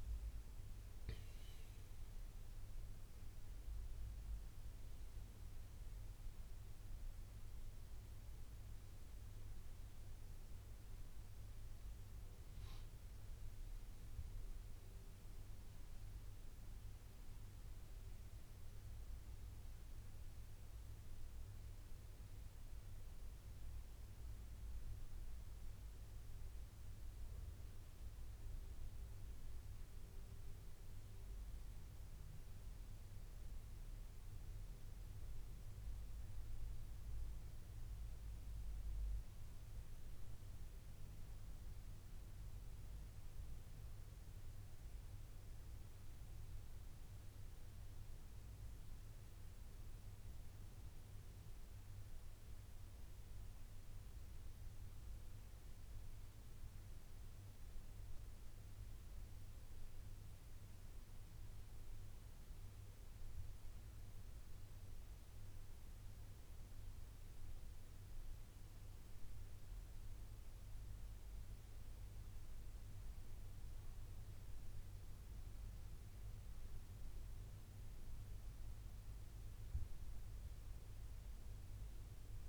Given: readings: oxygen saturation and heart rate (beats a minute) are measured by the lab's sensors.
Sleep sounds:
breathing in sleep, hard to hear, by a room microphone; none
53.00-82.49 s: new sleep stage, N2 (light sleep)
From the record:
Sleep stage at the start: N1 (lightest sleep); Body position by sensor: on the right side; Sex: male

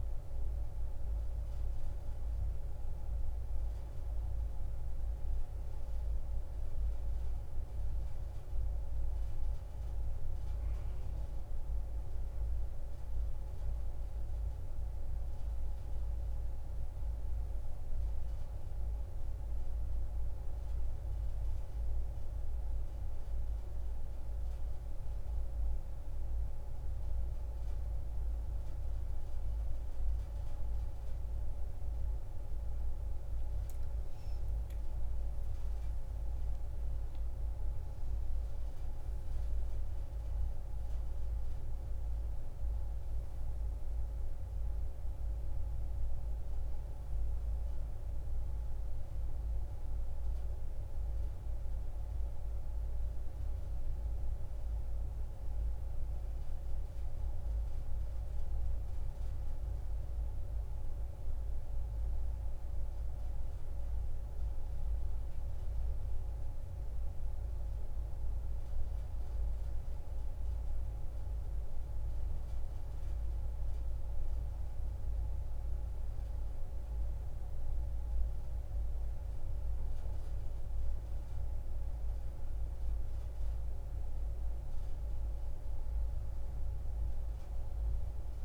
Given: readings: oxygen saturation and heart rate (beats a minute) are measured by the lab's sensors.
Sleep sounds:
breathing in sleep, hard to hear, by a room microphone; none
30.50-34.00 s: arousal
60.00-88.45 s: new sleep stage, N2 (light sleep)
From the record:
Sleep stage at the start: N1 (lightest sleep); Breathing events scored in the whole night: 282 in 4.2 hours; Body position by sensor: on the back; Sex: female

